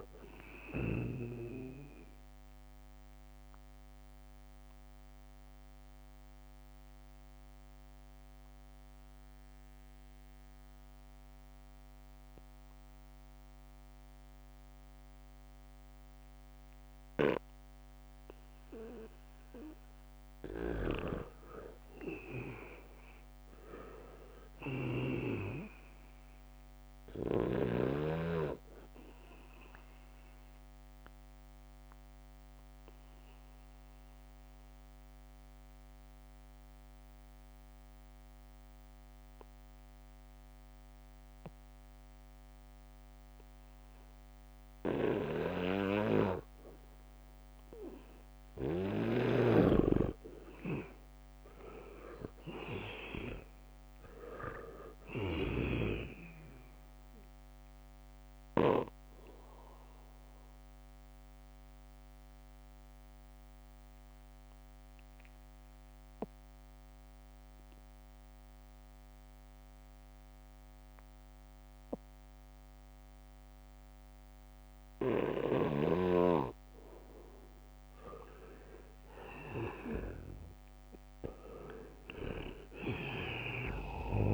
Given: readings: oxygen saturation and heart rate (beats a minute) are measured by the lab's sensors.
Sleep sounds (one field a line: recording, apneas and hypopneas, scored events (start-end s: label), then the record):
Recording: breathing in sleep by a microphone on the trachea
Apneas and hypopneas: 3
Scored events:
0.00-14.50 s: oxygen desaturation (device-marked, oxygen 83% lowest, heart rate 76 extreme)
3.50-20.00 s: obstructive apnea (oxygen 98% before, 83% lowest, heart rate 78 before, 76 extreme, up 3 after)
20.50-23.00 s: leg movement (device-marked)
21.00-25.50 s: snoring (device-marked)
22.50-26.00 s: arousal
22.50-41.50 s: oxygen desaturation (device-marked, oxygen 98% before, 86% lowest, heart rate 78 before, 72 extreme)
31.50-47.00 s: obstructive apnea (oxygen 98% before, 83% lowest, heart rate 78 before, 72 extreme)
45.50-49.00 s: leg movement (device-marked)
46.00-49.50 s: snoring (device-marked)
46.50-70.50 s: oxygen desaturation (device-marked, oxygen 98% before, 84% lowest, heart rate 79 before, 72 extreme)
49.50-51.50 s: leg movement (device-marked)
50.00-53.50 s: arousal
63.50-77.00 s: obstructive apnea (oxygen 98% before, 83% lowest, heart rate 76 before, 74 extreme, up 1 after)
77.50-84.34 s: oxygen desaturation (device-marked, oxygen 98% before, 83% lowest, heart rate 79 before, 75 extreme)
78.50-81.00 s: leg movement (device-marked)
79.00-83.00 s: arousal
82.00-84.34 s: leg movement (device-marked)
From the record:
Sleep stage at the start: N2 (light sleep)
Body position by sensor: on the back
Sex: male